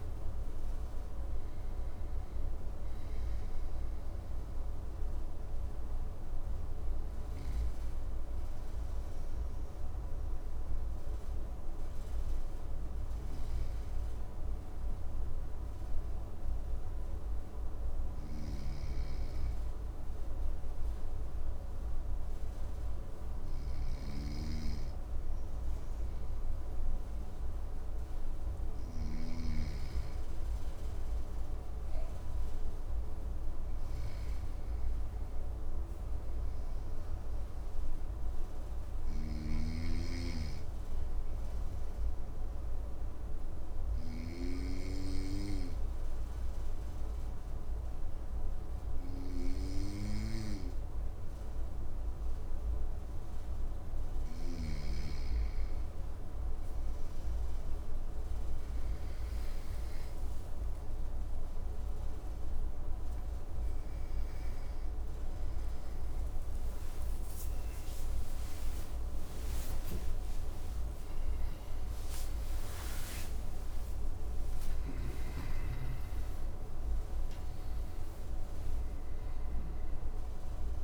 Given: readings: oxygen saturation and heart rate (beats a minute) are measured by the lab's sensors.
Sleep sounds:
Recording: breathing in sleep by a room microphone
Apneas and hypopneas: 2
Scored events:
0.00-12.50 s: oxygen desaturation (device-marked, oxygen 90% lowest, heart rate 56 extreme)
4.50-22.00 s: obstructive apnea (oxygen 96% before, 90% lowest, heart rate 68 before, 56 extreme, up 2 after)
23.00-28.50 s: snoring (device-marked)
24.50-29.50 s: arousal
37.50-53.50 s: obstructive apnea (oxygen 100% before, 95% lowest, heart rate 58 before, 56 extreme, up 8 after)
38.50-54.00 s: snoring (device-marked)
57.00-64.00 s: arousal
66.50-80.84 s: new sleep stage, N1 (lightest sleep)
From the record:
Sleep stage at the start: N2 (light sleep)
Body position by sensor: on the front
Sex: male

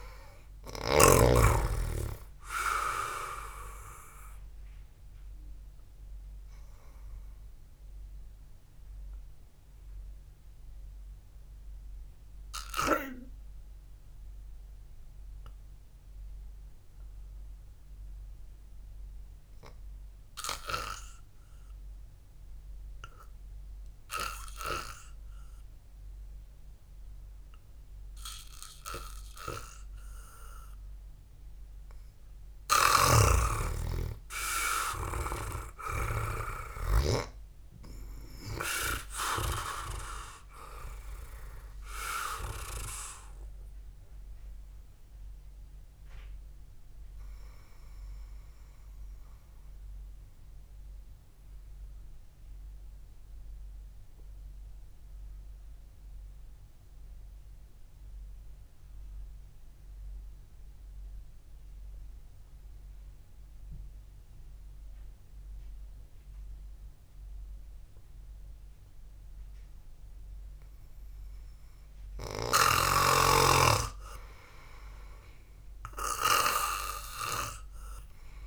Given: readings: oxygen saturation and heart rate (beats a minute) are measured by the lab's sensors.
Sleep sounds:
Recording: breathing in sleep by a room microphone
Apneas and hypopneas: 2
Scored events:
0.00-1.50 s: snoring (device-marked)
0.00-2.00 s: arousal
9.50-31.00 s: obstructive apnea (oxygen 98% before, 90% lowest, heart rate 58 before, 51 extreme, up 1 after)
19.00-27.00 s: oxygen desaturation (device-marked, oxygen 94% before, 91% lowest, heart rate 60 before, 51 extreme)
33.50-37.50 s: snoring (device-marked)
34.00-38.00 s: arousal
38.00-49.00 s: oxygen desaturation (device-marked, oxygen 97% before, 92% lowest, heart rate 62 before, 54 extreme)
50.50-72.50 s: mixed apnea (oxygen 97% before, 89% lowest, heart rate 56 before, 50 extreme, up 1 after)
58.00-67.00 s: oxygen desaturation (device-marked, oxygen 93% before, 90% lowest, heart rate 58 before, 50 extreme)
74.00-77.50 s: arousal
From the record:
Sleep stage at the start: N2 (light sleep)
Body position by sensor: on the back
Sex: male

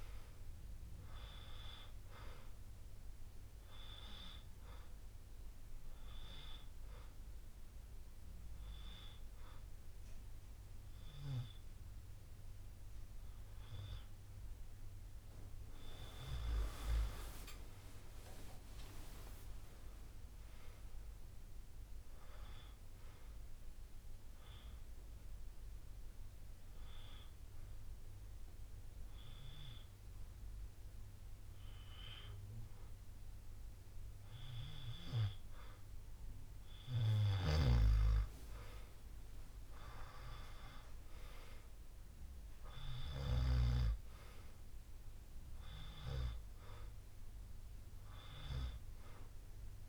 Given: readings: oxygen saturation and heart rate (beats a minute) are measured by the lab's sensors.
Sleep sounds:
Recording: breathing in sleep by a room microphone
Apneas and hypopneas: 2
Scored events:
0.00-10.00 s: drop in pulse transit time (device-marked, heart rate 59 extreme)
4.50-15.50 s: hypopnea (oxygen 96% before, 92% lowest, heart rate 69 before, 59 extreme, up 13 after)
5.00-8.00 s: bradycardia (device-marked, heart rate 63 before, 60 extreme)
11.00-13.00 s: long interval between heartbeats (device-marked, heart rate 67 before, 61 extreme)
12.00-24.00 s: oxygen desaturation (device-marked, oxygen 96% before, 92% lowest, heart rate 66 before, 59 extreme)
17.50-21.00 s: arousal
24.00-35.00 s: hypopnea (oxygen 96% before, 93% lowest, heart rate 65 before, 59 extreme, up 8 after)
27.00-33.00 s: bradycardia (device-marked, heart rate 63 before, 59 extreme)
39.00-43.50 s: arousal
46.00-49.88 s: oxygen desaturation (device-marked, oxygen 97% before, 94% lowest, heart rate 62 before, 61 extreme)
From the record:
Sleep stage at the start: N2 (light sleep)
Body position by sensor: on the back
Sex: male

